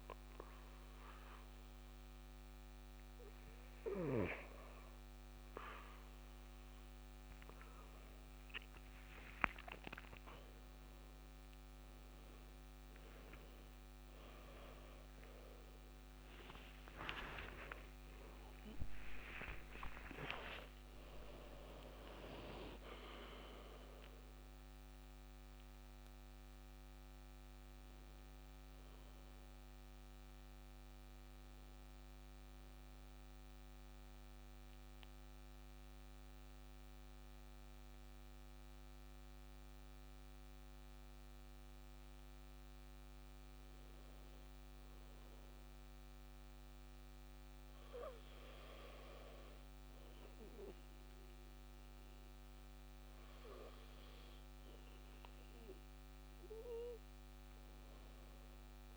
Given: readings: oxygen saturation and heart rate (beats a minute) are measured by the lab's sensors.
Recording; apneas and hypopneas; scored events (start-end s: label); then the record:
a person awake in a sleep study, by a microphone on the trachea; 1
1.00-31.00 s: new sleep stage, awake
16.00-22.00 s: tachycardia (device-marked, heart rate 64 before, 107 extreme)
31.00-58.96 s: new sleep stage, N2 (light sleep)
33.00-43.50 s: central apnea (oxygen 96% before, 94% lowest)
46.00-49.50 s: arousal
51.00-54.00 s: tachycardia (device-marked, heart rate 63 before, 94 extreme)
53.00-58.96 s: oxygen desaturation (device-marked, oxygen 99% before, 95% lowest)
55.00-58.96 s: tachycardia (device-marked, heart rate 63 before, 117 extreme)
From the record:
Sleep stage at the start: N2 (light sleep); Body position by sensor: on the back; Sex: male